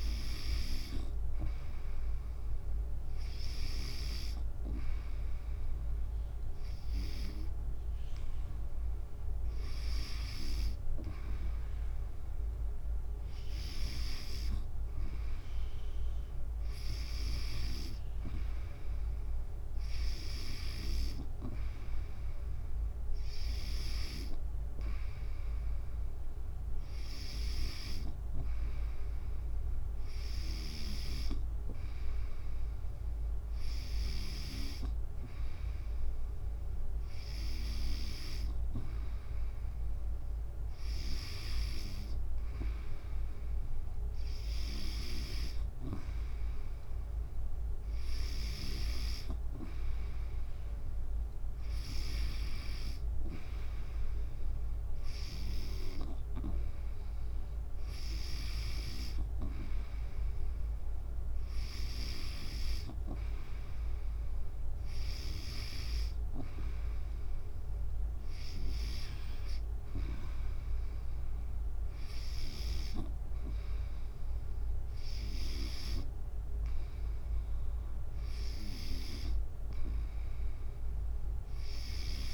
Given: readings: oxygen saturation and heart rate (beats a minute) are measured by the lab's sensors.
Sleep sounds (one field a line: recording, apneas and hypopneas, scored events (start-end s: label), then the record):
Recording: breathing in sleep by a room microphone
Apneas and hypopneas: none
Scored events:
0.00-4.00 s: snoring (device-marked)
34.00-38.50 s: snoring (device-marked)
From the record:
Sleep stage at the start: N3 (deep sleep)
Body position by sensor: on the back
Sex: female